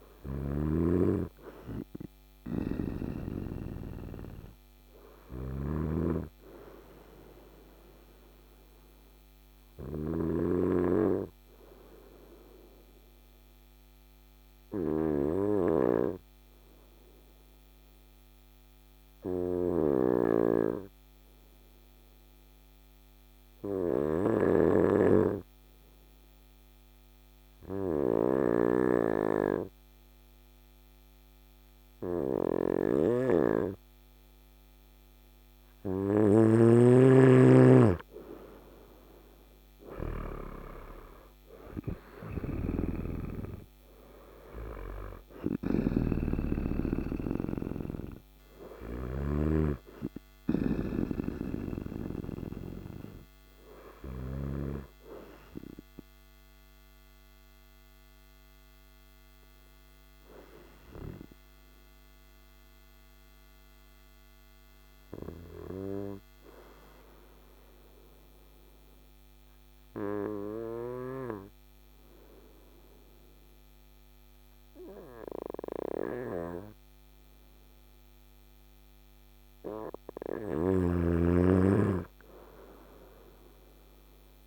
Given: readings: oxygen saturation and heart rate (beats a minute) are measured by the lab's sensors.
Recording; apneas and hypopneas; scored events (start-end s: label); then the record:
breathing in sleep by a microphone on the trachea; 2
0.00-9.50 s: snoring (device-marked)
7.50-36.50 s: obstructive apnea (oxygen 97% before, 93% lowest, heart rate 60 before, 55 extreme, up 9 after)
29.50-64.50 s: oxygen desaturation (device-marked, oxygen 99% before, 93% lowest, heart rate 56 before, 54 extreme)
35.50-39.50 s: snoring (device-marked)
40.00-45.00 s: arousal
41.50-48.50 s: snoring (device-marked)
56.50-77.50 s: obstructive apnea (oxygen 98% before, 93% lowest, heart rate 60 before, 54 extreme, up 2 after)
79.50-84.47 s: snoring (device-marked)
81.50-83.50 s: arousal
From the record:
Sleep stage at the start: N2 (light sleep); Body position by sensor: on the front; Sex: male